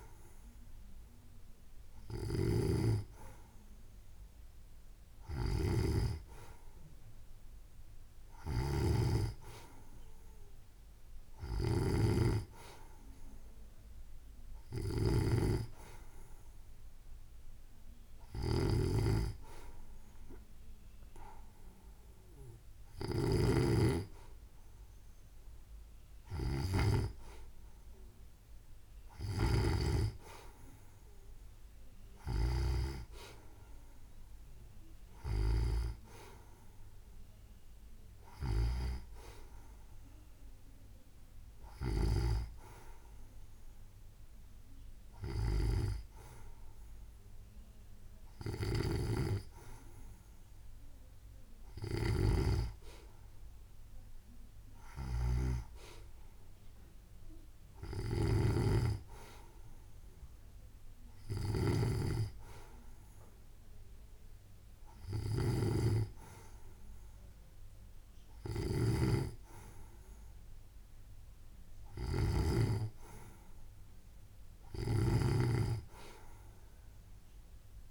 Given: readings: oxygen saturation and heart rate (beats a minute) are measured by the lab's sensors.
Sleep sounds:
breathing in sleep by a room microphone; none
none scored
From the record:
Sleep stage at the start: N2 (light sleep); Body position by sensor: on the right side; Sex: female

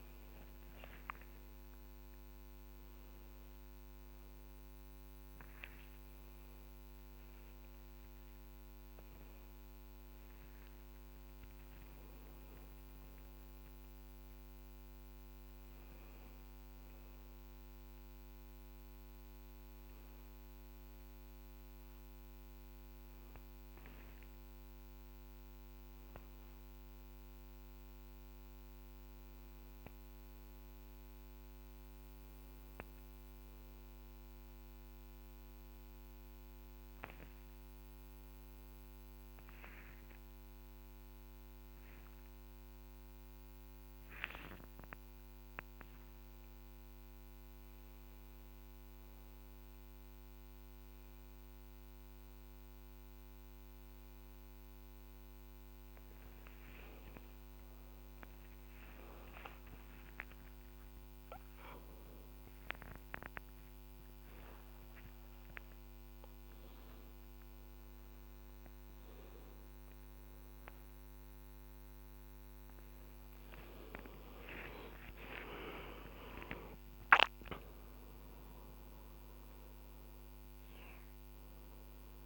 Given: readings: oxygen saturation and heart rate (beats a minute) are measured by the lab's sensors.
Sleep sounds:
a person awake in a sleep study, by a microphone on the trachea; none
none scored
From the record:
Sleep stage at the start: awake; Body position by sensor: upright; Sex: female

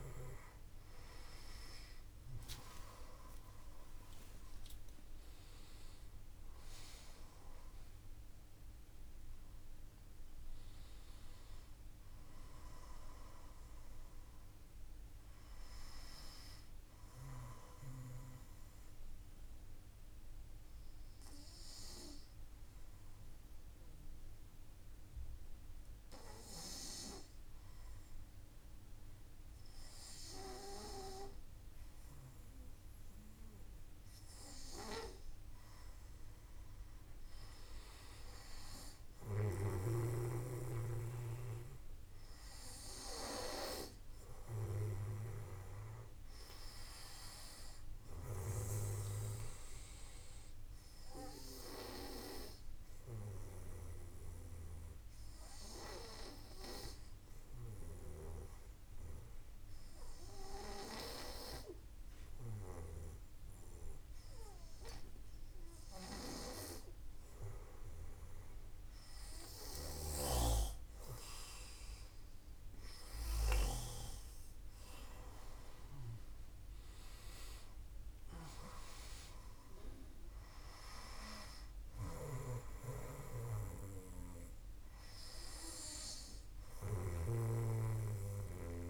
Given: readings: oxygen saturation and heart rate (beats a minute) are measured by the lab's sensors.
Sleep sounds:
breathing in sleep by a room microphone; 2
4.00-9.00 s: arousal
21.00-33.50 s: hypopnea (oxygen 96% before, 95% lowest, heart rate 59 before, 52 extreme, up 2 after)
36.00-39.50 s: arousal
51.00-66.00 s: hypopnea (oxygen 98% before, 95% lowest, heart rate 54 before, 51 extreme, up 3 after)
69.00-73.00 s: arousal
81.00-86.50 s: snoring (device-marked)
From the record:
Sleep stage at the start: N2 (light sleep); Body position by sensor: on the back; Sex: male

